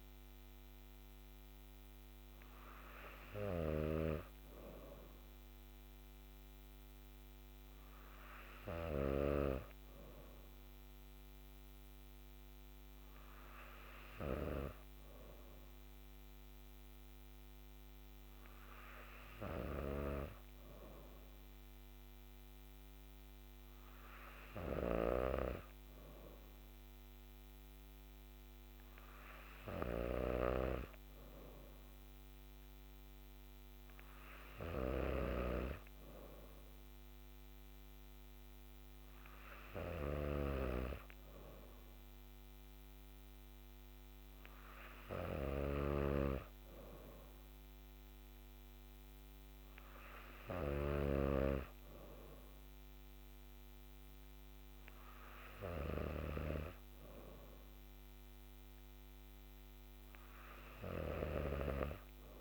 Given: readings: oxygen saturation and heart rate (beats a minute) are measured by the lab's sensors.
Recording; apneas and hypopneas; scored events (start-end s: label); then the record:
breathing in sleep by a microphone on the trachea; none
0.00-4.00 s: snoring (device-marked)
40.00-51.00 s: snoring (device-marked)
From the record:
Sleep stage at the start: N2 (light sleep); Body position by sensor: on the back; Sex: female